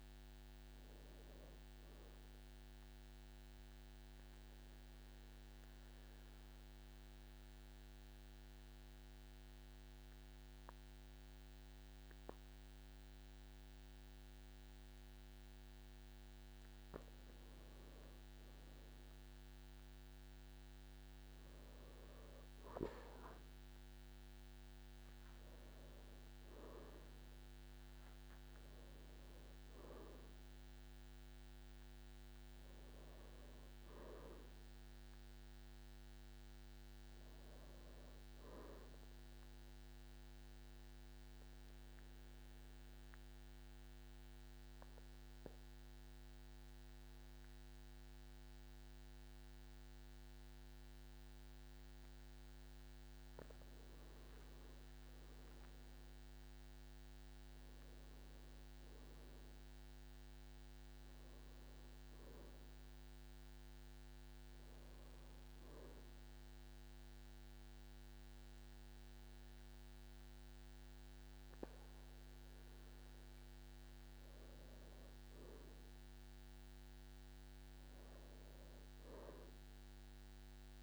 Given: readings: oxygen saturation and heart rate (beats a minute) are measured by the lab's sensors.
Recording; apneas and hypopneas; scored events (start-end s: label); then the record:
breathing in sleep, hard to hear, by a microphone on the trachea; 2
0.00-4.50 s: oxygen desaturation (device-marked, oxygen 89% lowest, heart rate 50 extreme)
3.00-16.50 s: central apnea (oxygen 99% before, 91% lowest, heart rate 65 before, 50 extreme, up 9 after)
19.00-23.00 s: arousal
24.50-38.50 s: oxygen desaturation (device-marked, oxygen 99% before, 94% lowest, heart rate 54 before, 53 extreme)
40.50-53.00 s: mixed apnea (oxygen 99% before, 92% lowest, heart rate 59 before, 49 extreme, up 12 after)
55.50-58.50 s: arousal
62.50-80.50 s: oxygen desaturation (device-marked, oxygen 98% before, 94% lowest, heart rate 57 before, 49 extreme)
76.50-80.00 s: arousal
From the record:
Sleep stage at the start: N2 (light sleep); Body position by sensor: on the back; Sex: male